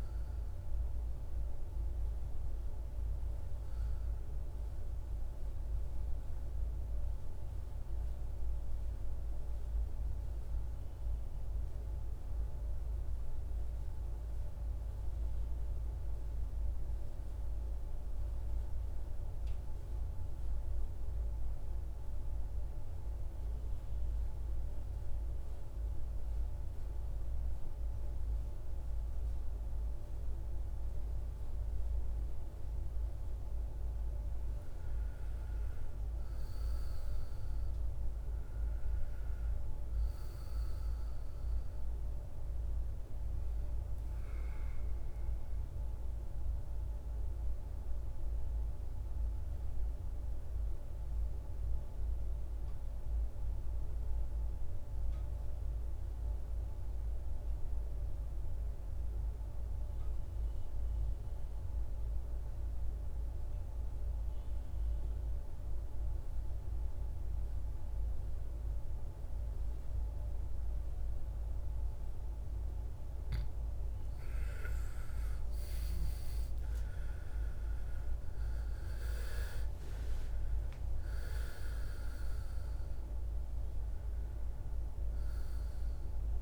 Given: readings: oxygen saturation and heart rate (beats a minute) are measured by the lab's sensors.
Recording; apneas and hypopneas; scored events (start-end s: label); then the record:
breathing in sleep, hard to hear, by a room microphone; 2
0.00-15.50 s: oxygen desaturation (device-marked, oxygen 84% lowest, heart rate 52 extreme)
12.50-33.50 s: mixed apnea (oxygen 98% before, 83% lowest, heart rate 65 before, 52 extreme, up 13 after)
35.00-38.50 s: arousal
36.50-59.50 s: oxygen desaturation (device-marked, oxygen 98% before, 88% lowest, heart rate 55 before, 56 extreme)
46.00-73.00 s: mixed apnea (oxygen 98% before, 83% lowest, heart rate 60 before, 56 extreme, up 16 after)
71.50-86.41 s: oxygen desaturation (device-marked, oxygen 98% before, 83% lowest, heart rate 58 before, 52 extreme)
75.50-79.50 s: arousal
From the record:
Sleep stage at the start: N2 (light sleep); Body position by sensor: on the back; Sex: male